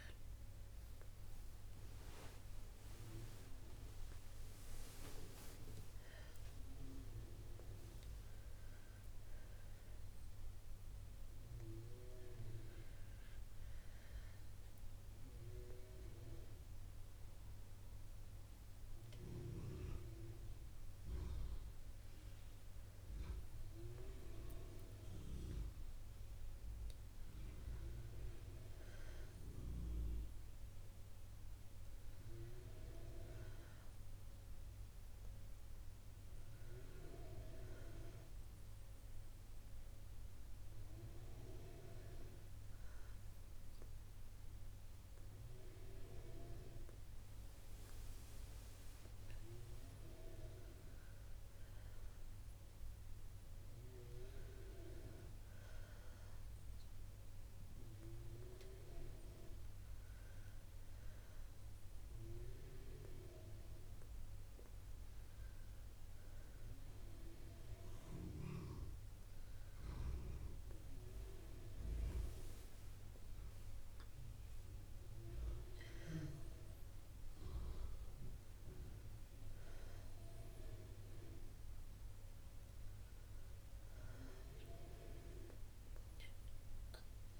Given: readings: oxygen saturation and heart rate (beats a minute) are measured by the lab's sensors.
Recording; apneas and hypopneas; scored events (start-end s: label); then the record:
breathing in sleep by a room microphone; 1
30.50-42.50 s: oxygen desaturation (device-marked, oxygen 94% before, 91% lowest, heart rate 61 before, 60 extreme)
40.50-50.50 s: hypopnea (oxygen 95% before, 91% lowest, heart rate 61 before, 60 extreme, up 2 after)
55.00-59.00 s: arousal
58.50-65.50 s: oxygen desaturation (device-marked, oxygen 94% before, 91% lowest, heart rate 61 before, 61 extreme)
From the record:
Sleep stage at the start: N2 (light sleep); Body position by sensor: on the back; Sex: female